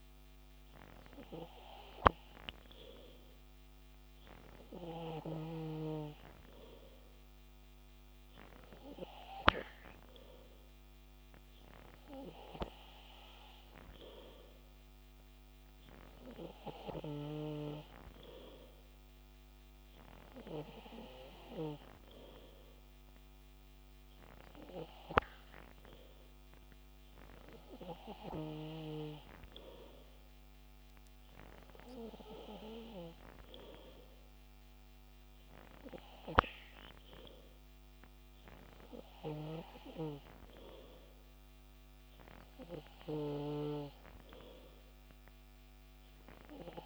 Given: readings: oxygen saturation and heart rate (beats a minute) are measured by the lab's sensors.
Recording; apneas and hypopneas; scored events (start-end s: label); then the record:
breathing in sleep by a microphone on the trachea; none
none scored
From the record:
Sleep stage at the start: N3 (deep sleep); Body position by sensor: on the back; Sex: male